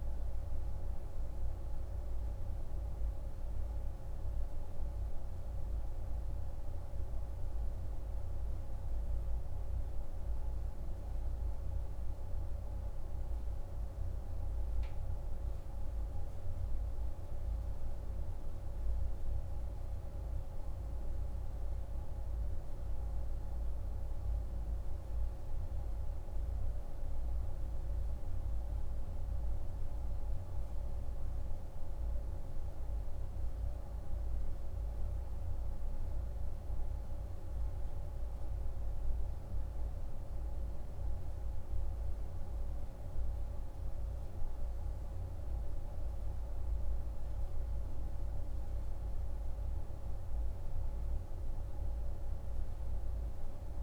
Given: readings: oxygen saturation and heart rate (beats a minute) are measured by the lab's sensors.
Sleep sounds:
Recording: breathing in sleep, hard to hear, by a room microphone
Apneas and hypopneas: none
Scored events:
none scored
From the record:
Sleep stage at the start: N2 (light sleep)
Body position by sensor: on the right side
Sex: male

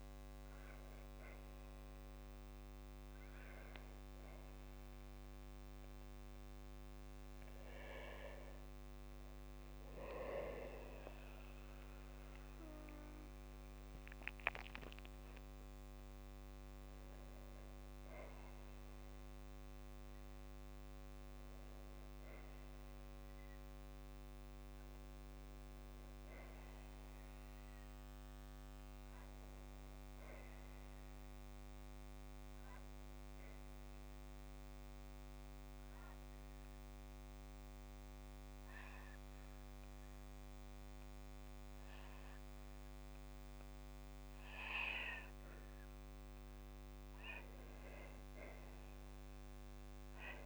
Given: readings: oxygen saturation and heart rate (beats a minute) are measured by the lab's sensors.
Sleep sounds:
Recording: breathing in sleep, hard to hear, by a microphone on the trachea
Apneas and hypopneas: 1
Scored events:
9.50-13.50 s: arousal
34.50-46.00 s: obstructive apnea (oxygen 98% before, 94% lowest, heart rate 58 before, 54 extreme, up 3 after)
47.50-50.45 s: arousal
From the record:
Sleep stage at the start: N2 (light sleep)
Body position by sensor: on the back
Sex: female

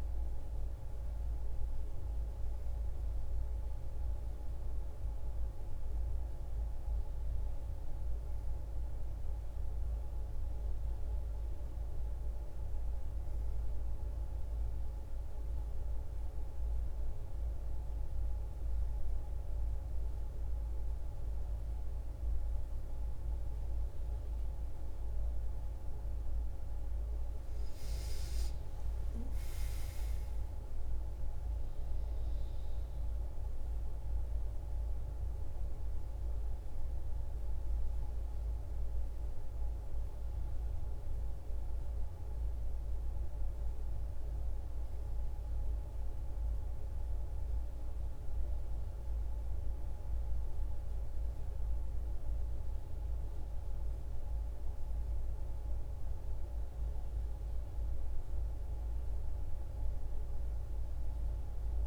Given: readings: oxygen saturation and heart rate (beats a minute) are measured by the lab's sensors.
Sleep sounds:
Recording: a person awake in a sleep study, hard to hear, by a room microphone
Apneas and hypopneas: none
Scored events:
none scored
From the record:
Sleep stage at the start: awake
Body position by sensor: on the right side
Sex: female

